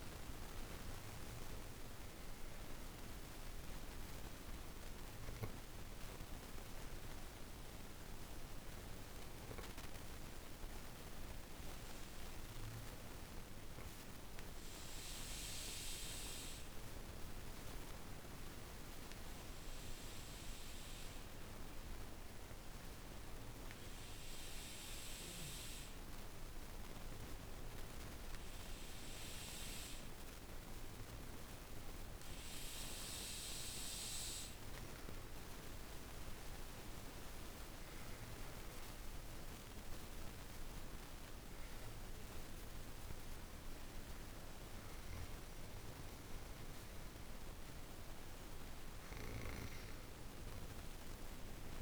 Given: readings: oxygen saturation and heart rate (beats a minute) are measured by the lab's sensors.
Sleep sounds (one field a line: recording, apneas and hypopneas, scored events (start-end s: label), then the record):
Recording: breathing in sleep, hard to hear, by a room microphone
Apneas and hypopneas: 1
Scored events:
0.00-2.00 s: arousal
0.00-22.50 s: oxygen desaturation (device-marked, oxygen 92% lowest, heart rate 49 extreme)
8.50-29.50 s: obstructive apnea (oxygen 98% before, 92% lowest, heart rate 62 before, 50 extreme, up 2 after)
32.50-37.50 s: arousal
38.50-51.82 s: oxygen desaturation (device-marked, oxygen 97% before, 93% lowest, heart rate 54 before, 48 extreme)
From the record:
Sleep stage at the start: N2 (light sleep)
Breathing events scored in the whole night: 171 in 4.5 hours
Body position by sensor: on the back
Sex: female